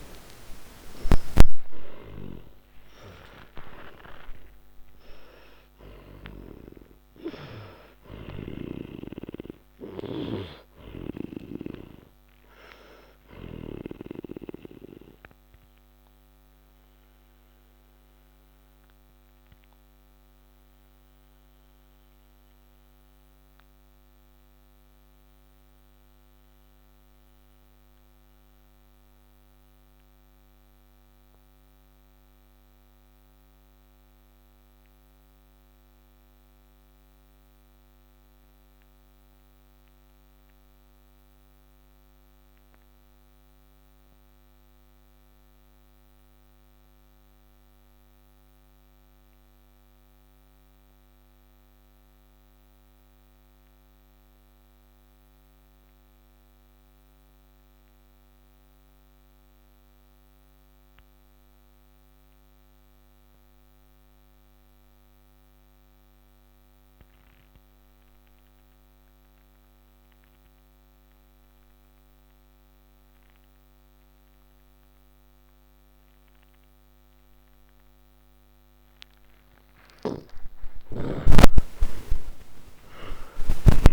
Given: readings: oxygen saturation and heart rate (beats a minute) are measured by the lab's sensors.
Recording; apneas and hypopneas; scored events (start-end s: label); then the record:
breathing in sleep by a microphone on the trachea; 1
0.00-2.50 s: arousal
0.00-44.50 s: oxygen desaturation (device-marked, oxygen 82% lowest, heart rate 94 extreme)
9.00-13.00 s: snoring (device-marked)
14.50-78.50 s: mixed apnea (oxygen 97% before, 82% lowest, heart rate 117 before, 99 extreme, up 38 after)
67.50-83.93 s: oxygen desaturation (device-marked, oxygen 99% before, 95% lowest, heart rate 155 before, 99 extreme)
79.00-83.50 s: snoring (device-marked)
79.50-83.93 s: arousal
From the record:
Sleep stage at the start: N2 (light sleep); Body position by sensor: on the back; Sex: male